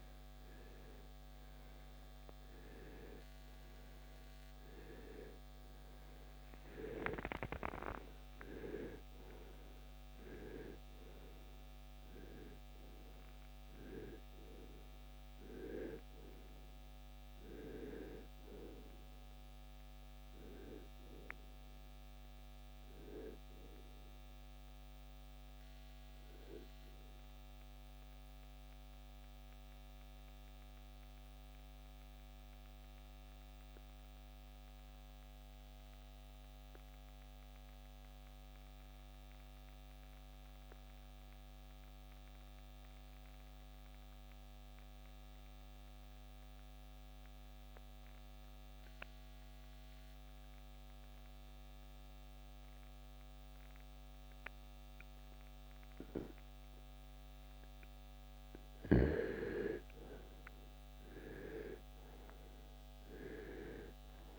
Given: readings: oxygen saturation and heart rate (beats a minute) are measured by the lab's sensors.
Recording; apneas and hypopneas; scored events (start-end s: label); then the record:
breathing in sleep by a microphone on the trachea; 1
0.00-1.50 s: arousal
5.00-19.00 s: oxygen desaturation (device-marked, oxygen 97% before, 94% lowest, heart rate 63 before, 67 extreme)
13.00-64.39 s: new sleep stage, REM sleep
27.50-58.00 s: mixed apnea (oxygen 97% before, 80% lowest, heart rate 78 before, 54 extreme, up 11 after)
29.00-45.00 s: oxygen desaturation (device-marked, oxygen 95% before, 80% lowest, heart rate 78 before, 54 extreme)
59.50-64.39 s: arousal
From the record:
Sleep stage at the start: N2 (light sleep); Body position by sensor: on the right side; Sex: male